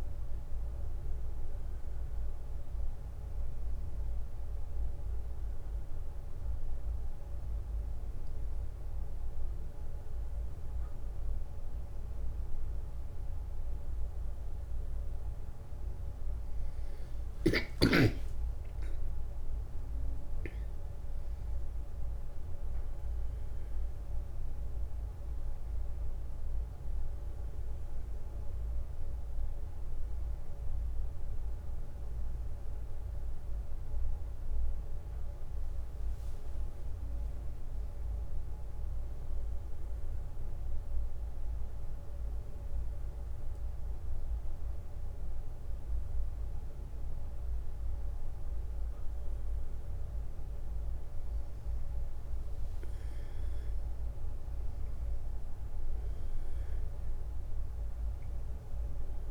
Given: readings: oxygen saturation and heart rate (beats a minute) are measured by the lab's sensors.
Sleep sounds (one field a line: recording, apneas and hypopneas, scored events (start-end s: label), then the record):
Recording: a person awake in a sleep study, hard to hear, by a room microphone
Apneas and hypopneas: none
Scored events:
none scored
From the record:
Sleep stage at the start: awake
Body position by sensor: on the back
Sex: male